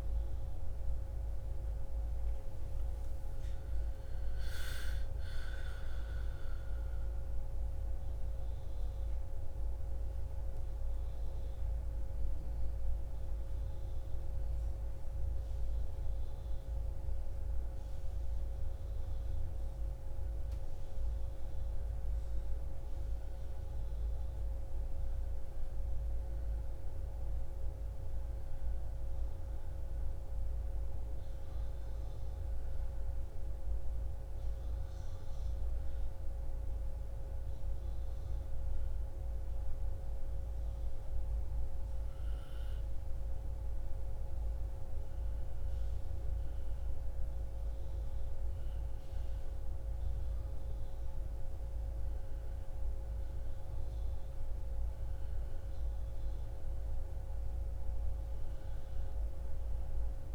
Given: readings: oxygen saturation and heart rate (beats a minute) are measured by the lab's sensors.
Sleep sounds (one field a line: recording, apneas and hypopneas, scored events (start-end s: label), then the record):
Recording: a person awake in a sleep study, hard to hear, by a room microphone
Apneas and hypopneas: none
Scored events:
none scored
From the record:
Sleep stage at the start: awake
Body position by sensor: on the back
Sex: female